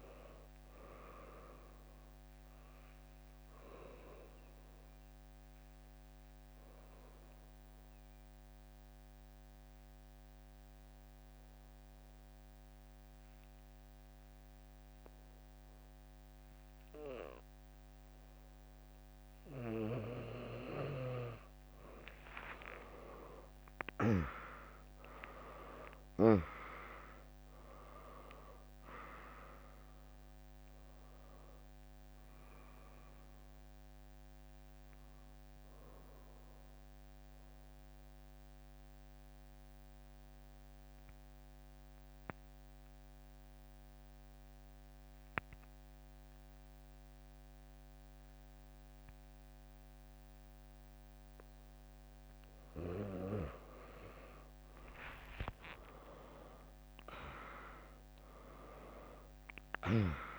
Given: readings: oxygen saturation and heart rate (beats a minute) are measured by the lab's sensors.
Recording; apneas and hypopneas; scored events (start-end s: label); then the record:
breathing in sleep by a microphone on the trachea; 2
4.00-19.00 s: mixed apnea (oxygen 100% before, 95% lowest, heart rate 68 before, 58 extreme)
6.00-17.00 s: drop in pulse transit time (device-marked, heart rate 66 before, 71 extreme)
18.00-22.00 s: bradycardia (device-marked, heart rate 77 before, 58 extreme)
21.50-27.50 s: arousal
28.00-46.00 s: drop in pulse transit time (device-marked, heart rate 71 before, 65 extreme)
29.00-45.00 s: oxygen desaturation (device-marked, oxygen 99% before, 95% lowest, heart rate 71 before, 59 extreme)
35.00-51.00 s: mixed apnea (oxygen 99% before, 95% lowest, heart rate 68 before, 59 extreme)
54.50-59.50 s: arousal
57.00-60.39 s: oxygen desaturation (device-marked, oxygen 100% before, 96% lowest, heart rate 73 before, 64 extreme)
From the record:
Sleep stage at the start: N2 (light sleep); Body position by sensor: on the back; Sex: female